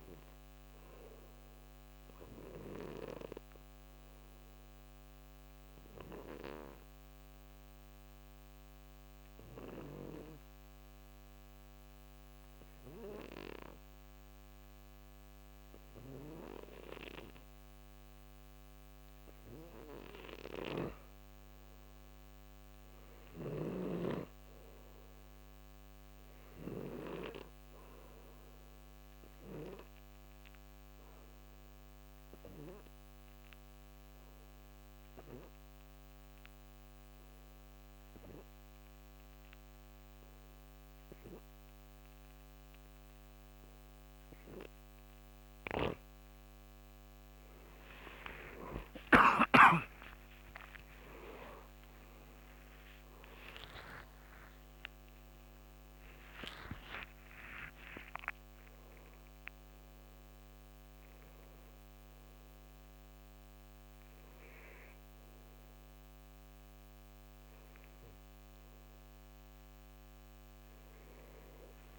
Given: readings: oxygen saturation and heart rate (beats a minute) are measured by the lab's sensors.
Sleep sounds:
breathing in sleep by a microphone on the trachea; 2
0.00-13.50 s: oxygen desaturation (device-marked, oxygen 86% lowest, heart rate 61 extreme)
3.00-19.00 s: obstructive apnea (oxygen 97% before, 86% lowest, heart rate 67 before, 61 extreme, up 7 after)
22.50-26.50 s: arousal
26.50-37.50 s: oxygen desaturation (device-marked, oxygen 97% before, 90% lowest, heart rate 65 before, 64 extreme)
30.50-45.50 s: obstructive apnea (oxygen 97% before, 86% lowest, heart rate 66 before, 63 extreme)
45.50-49.50 s: snoring (device-marked)
45.50-71.99 s: oxygen desaturation (device-marked, oxygen 94% before, 86% lowest, heart rate 66 before, 56 extreme)
48.50-56.00 s: arousal
From the record:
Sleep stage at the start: N2 (light sleep); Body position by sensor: on the right side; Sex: male

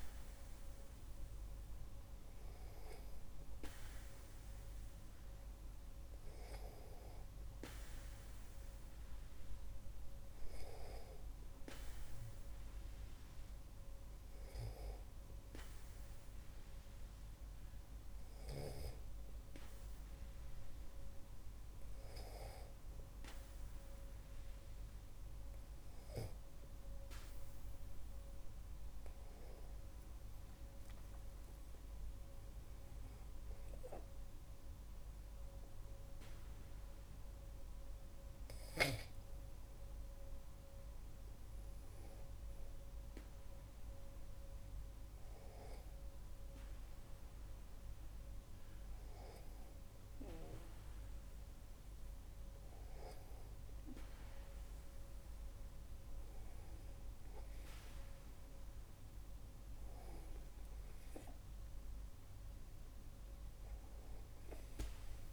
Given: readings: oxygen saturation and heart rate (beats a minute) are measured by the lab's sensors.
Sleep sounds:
breathing in sleep by a room microphone; none
31.50-35.00 s: arousal
From the record:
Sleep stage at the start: N2 (light sleep); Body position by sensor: on the back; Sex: male

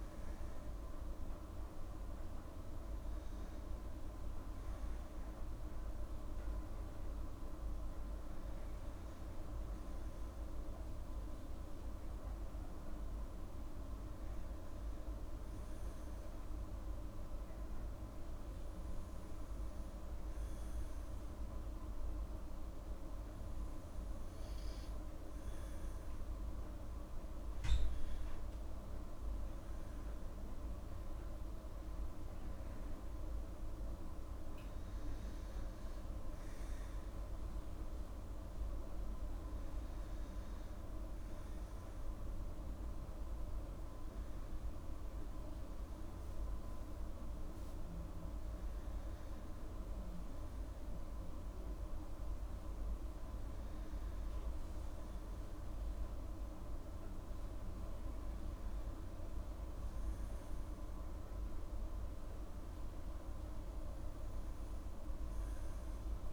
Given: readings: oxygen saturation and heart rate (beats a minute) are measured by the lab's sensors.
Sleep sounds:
breathing in sleep, hard to hear, by a room microphone; none
none scored
From the record:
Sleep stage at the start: N2 (light sleep); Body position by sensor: on the back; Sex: female

